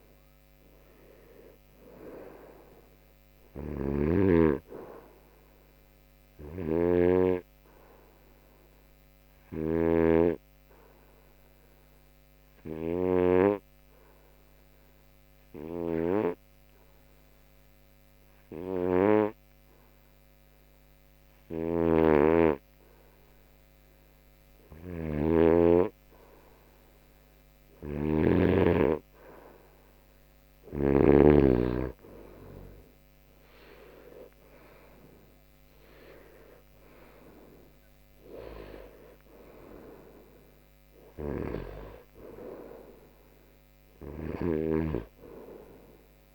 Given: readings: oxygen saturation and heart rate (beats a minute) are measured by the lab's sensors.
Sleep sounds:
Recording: breathing in sleep by a microphone on the trachea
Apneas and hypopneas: 1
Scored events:
0.00-1.50 s: oxygen desaturation (device-marked, oxygen 92% lowest)
0.50-5.50 s: arousal
11.50-25.00 s: obstructive apnea (oxygen 97% before, 91% lowest)
25.50-27.50 s: long interval between heartbeats (device-marked)
28.00-32.00 s: arousal
30.50-32.50 s: long interval between heartbeats (device-marked)
42.50-46.35 s: oxygen desaturation (device-marked, oxygen 95% before, 91% lowest)
From the record:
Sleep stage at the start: N2 (light sleep)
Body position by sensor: on the right side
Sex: male

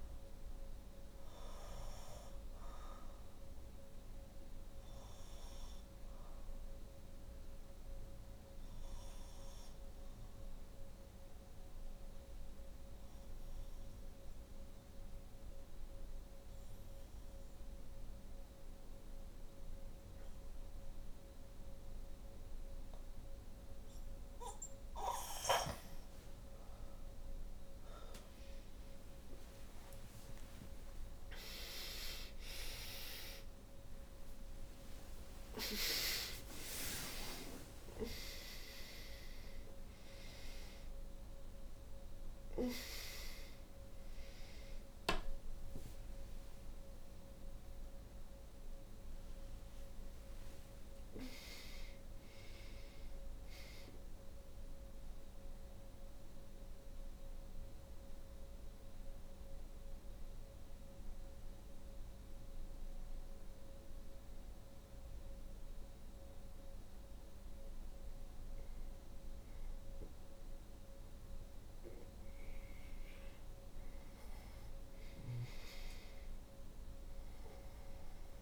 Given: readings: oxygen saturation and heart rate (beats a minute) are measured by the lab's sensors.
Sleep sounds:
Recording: breathing in sleep by a room microphone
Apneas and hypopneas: 2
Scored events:
0.00-17.00 s: oxygen desaturation (device-marked, oxygen 88% lowest, heart rate 54 extreme)
3.50-23.00 s: obstructive apnea (oxygen 95% before, 80% lowest, heart rate 63 before, 56 extreme, up 52 after)
25.50-30.50 s: arousal
26.00-63.00 s: oxygen desaturation (device-marked, oxygen 96% before, 80% lowest, heart rate 56 before, 57 extreme)
45.00-75.00 s: new sleep stage, N1 (lightest sleep)
45.50-50.00 s: arousal
54.00-71.00 s: mixed apnea (oxygen 95% before, 80% lowest, heart rate 112 before, 57 extreme, up 2 after)
73.00-77.50 s: arousal
75.00-78.42 s: new sleep stage, N2 (light sleep)
From the record:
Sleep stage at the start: N2 (light sleep)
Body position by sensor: on the back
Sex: female

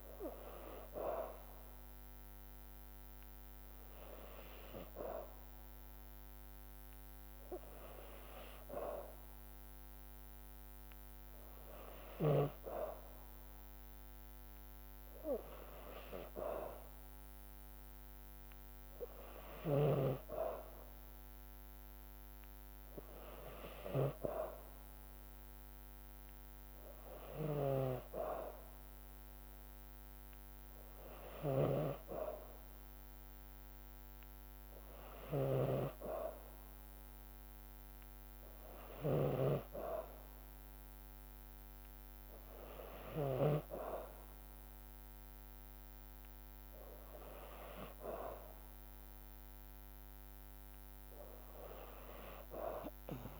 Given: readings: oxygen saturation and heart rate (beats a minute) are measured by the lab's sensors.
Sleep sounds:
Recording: breathing in sleep by a microphone on the trachea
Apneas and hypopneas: none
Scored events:
19.00-39.00 s: snoring (device-marked)
From the record:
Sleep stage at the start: N2 (light sleep)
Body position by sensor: on the back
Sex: female

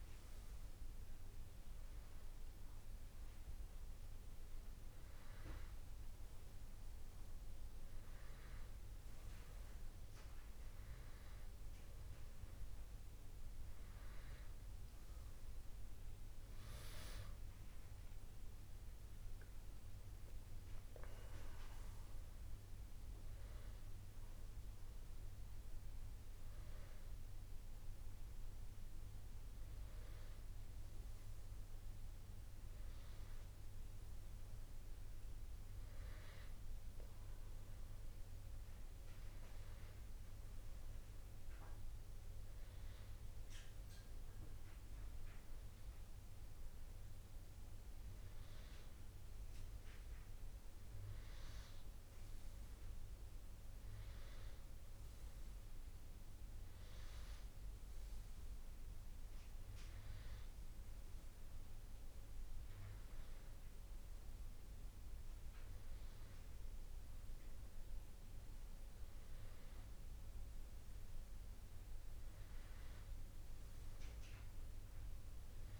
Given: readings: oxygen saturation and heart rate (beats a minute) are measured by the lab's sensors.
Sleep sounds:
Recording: breathing in sleep, hard to hear, by a room microphone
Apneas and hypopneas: none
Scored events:
none scored
From the record:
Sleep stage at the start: N2 (light sleep)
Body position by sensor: on the back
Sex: male

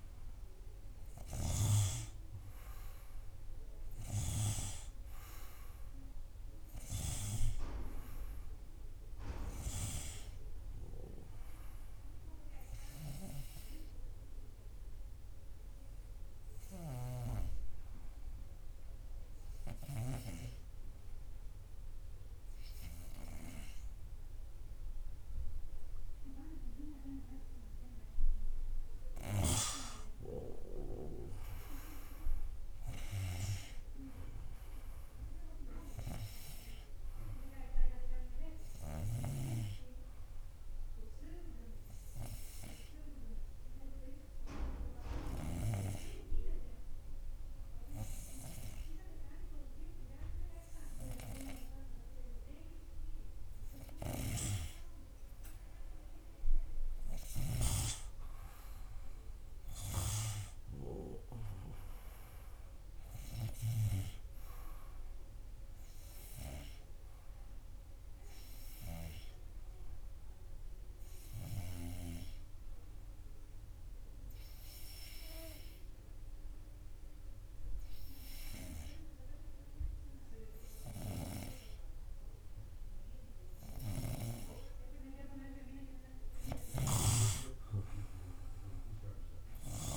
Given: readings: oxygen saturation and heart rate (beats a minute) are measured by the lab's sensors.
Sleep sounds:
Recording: breathing in sleep by a room microphone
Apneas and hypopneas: 3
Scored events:
0.00-2.00 s: snoring (device-marked)
15.50-28.50 s: hypopnea (oxygen 100% before, 97% lowest, heart rate 93 before, 91 extreme, up 2 after)
31.00-36.00 s: arousal
41.00-55.00 s: hypopnea (oxygen 99% before, 97% lowest, heart rate 92 before, 90 extreme, up 4 after)
58.50-63.50 s: arousal
74.00-85.50 s: hypopnea (oxygen 98% before, 97% lowest, heart rate 95 before, 93 extreme, up 4 after)
87.00-89.97 s: snoring (device-marked)
87.50-89.97 s: arousal
From the record:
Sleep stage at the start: N2 (light sleep)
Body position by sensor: on the front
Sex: male

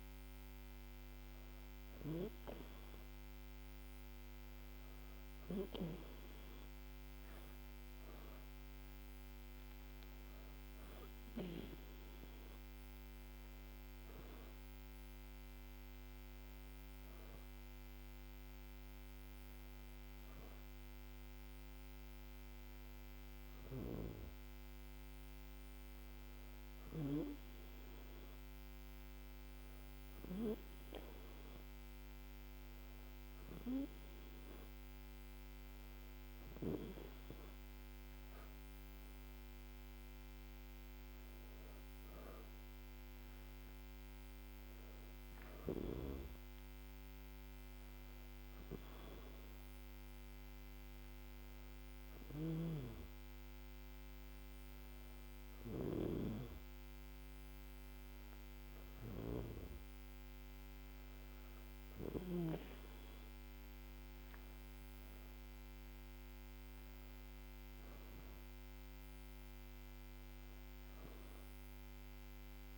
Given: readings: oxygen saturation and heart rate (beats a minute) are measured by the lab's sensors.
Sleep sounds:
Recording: breathing in sleep by a microphone on the trachea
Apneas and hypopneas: none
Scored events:
64.00-68.00 s: arousal
From the record:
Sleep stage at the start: N2 (light sleep)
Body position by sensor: on the back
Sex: female

